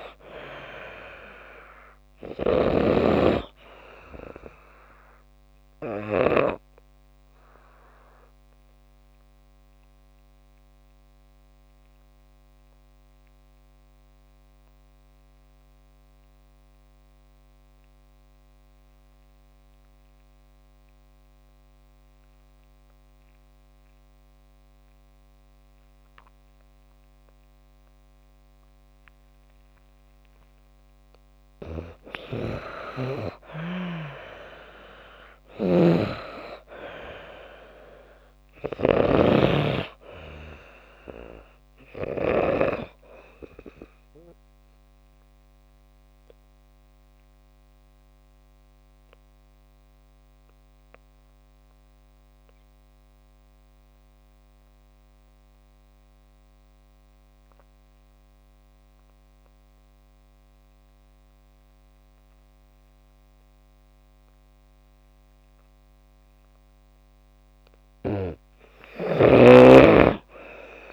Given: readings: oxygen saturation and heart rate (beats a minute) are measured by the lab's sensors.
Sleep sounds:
breathing in sleep by a microphone on the trachea; 2
1.50-27.50 s: oxygen desaturation (device-marked, oxygen 95% before, 82% lowest)
5.00-31.00 s: obstructive apnea (oxygen 98% before, 82% lowest)
32.00-35.50 s: arousal
41.50-65.50 s: oxygen desaturation (device-marked, oxygen 96% before, 82% lowest)
44.50-66.50 s: obstructive apnea (oxygen 97% before, 82% lowest)
69.50-70.93 s: arousal
From the record:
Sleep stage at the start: N2 (light sleep); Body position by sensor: on the back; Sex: female

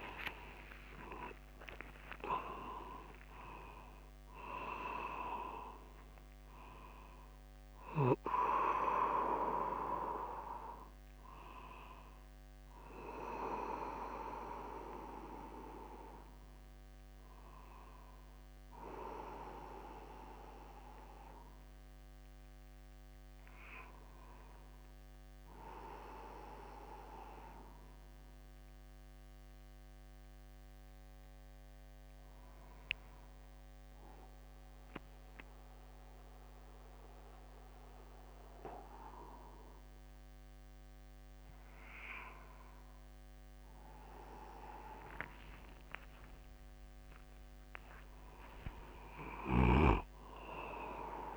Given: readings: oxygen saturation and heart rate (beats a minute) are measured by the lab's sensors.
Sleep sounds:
breathing in sleep by a microphone on the trachea; none
0.00-1.00 s: long interval between heartbeats (device-marked, heart rate 95 extreme)
0.00-4.00 s: arousal
1.50-3.50 s: long interval between heartbeats (device-marked, heart rate 58 before, 137 extreme)
5.00-51.37 s: new sleep stage, N1 (lightest sleep)
45.50-47.50 s: long interval between heartbeats (device-marked, heart rate 51 before, 59 extreme)
45.50-51.00 s: arousal
49.50-51.37 s: long interval between heartbeats (device-marked, heart rate 53 before, 92 extreme)
From the record:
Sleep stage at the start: N2 (light sleep); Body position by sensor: upright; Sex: male

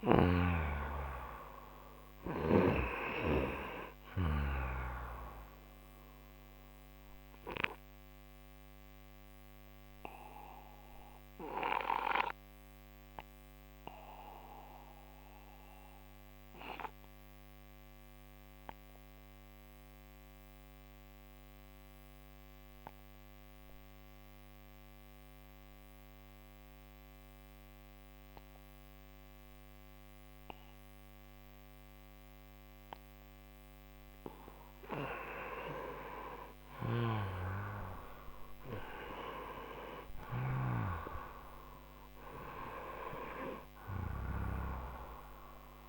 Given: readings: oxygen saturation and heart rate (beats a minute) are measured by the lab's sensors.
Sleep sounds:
breathing in sleep by a microphone on the trachea; 1
0.00-25.50 s: oxygen desaturation (device-marked, oxygen 88% lowest)
7.00-34.00 s: obstructive apnea (oxygen 98% before, 88% lowest)
35.00-39.50 s: arousal
From the record:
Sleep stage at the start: N2 (light sleep); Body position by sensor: on the right side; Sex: male

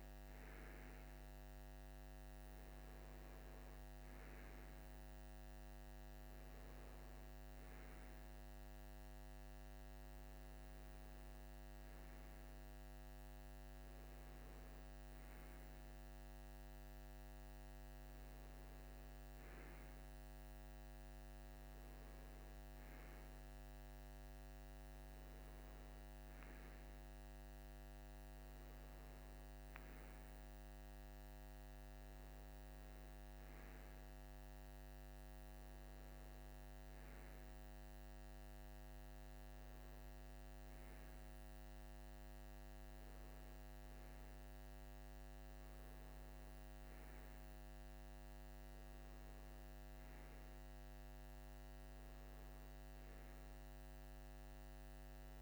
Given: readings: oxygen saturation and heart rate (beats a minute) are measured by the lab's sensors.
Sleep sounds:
breathing in sleep, hard to hear, by a microphone on the trachea; none
19.50-55.42 s: new sleep stage, REM sleep
From the record:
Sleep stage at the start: N2 (light sleep); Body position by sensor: on the right side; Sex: male

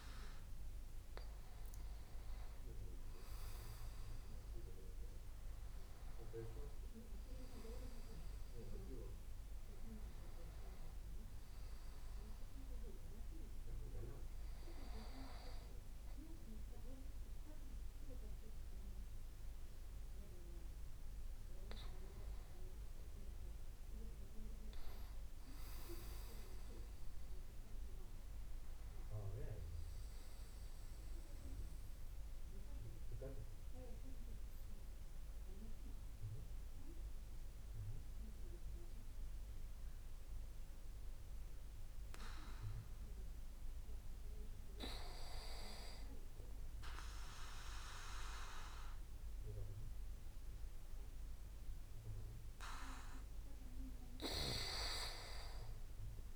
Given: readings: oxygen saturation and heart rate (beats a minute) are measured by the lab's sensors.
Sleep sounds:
breathing in sleep by a room microphone; 1
23.00-26.00 s: arousal
31.00-44.50 s: mixed apnea (oxygen 96% before, 91% lowest)
46.50-50.50 s: arousal
51.50-56.36 s: oxygen desaturation (device-marked, oxygen 96% before, 93% lowest)
From the record:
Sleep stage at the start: N2 (light sleep); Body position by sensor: on the back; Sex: male

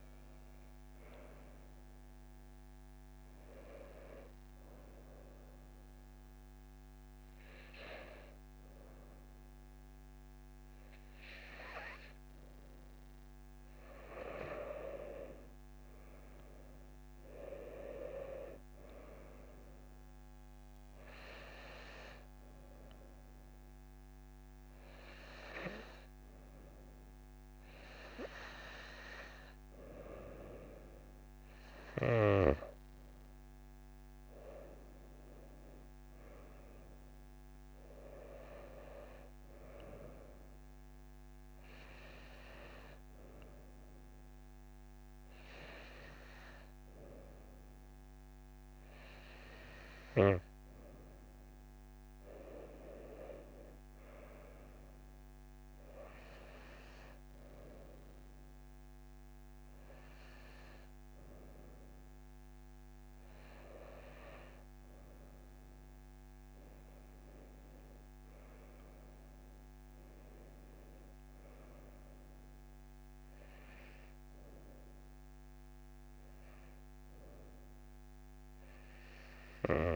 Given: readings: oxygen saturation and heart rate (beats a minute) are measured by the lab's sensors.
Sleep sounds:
breathing in sleep by a microphone on the trachea; 1
0.00-5.00 s: oxygen desaturation (device-marked, oxygen 94% lowest)
1.00-4.00 s: tachycardia (device-marked)
2.00-79.96 s: new sleep stage, N2 (light sleep)
4.50-6.50 s: long interval between heartbeats (device-marked)
5.00-15.50 s: hypopnea (oxygen 97% before, 94% lowest)
8.00-10.00 s: long interval between heartbeats (device-marked)
13.00-15.00 s: long interval between heartbeats (device-marked)
17.50-21.50 s: arousal
59.00-79.96 s: tachycardia (device-marked)
68.50-72.00 s: arousal
From the record:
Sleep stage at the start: N1 (lightest sleep); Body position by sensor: on the right side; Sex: female

